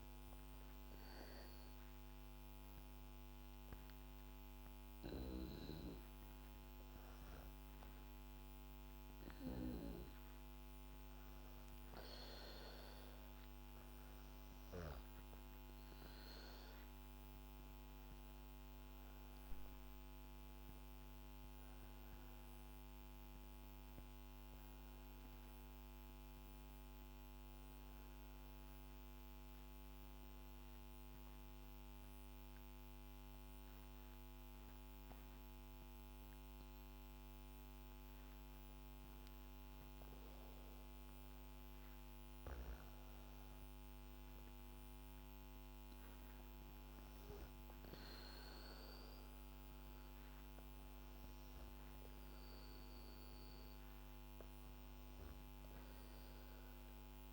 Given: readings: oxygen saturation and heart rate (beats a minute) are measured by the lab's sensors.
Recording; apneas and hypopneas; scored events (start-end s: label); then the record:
breathing in sleep, hard to hear, by a microphone on the trachea; 2
3.50-14.50 s: hypopnea (oxygen 98% before, 96% lowest, heart rate 67 before, 65 extreme, up 5 after)
18.50-25.00 s: arousal
30.50-41.50 s: obstructive apnea (oxygen 100% before, 96% lowest, heart rate 69 before, 62 extreme, up 3 after)
44.00-47.50 s: arousal
From the record:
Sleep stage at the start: N2 (light sleep); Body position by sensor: on the back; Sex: female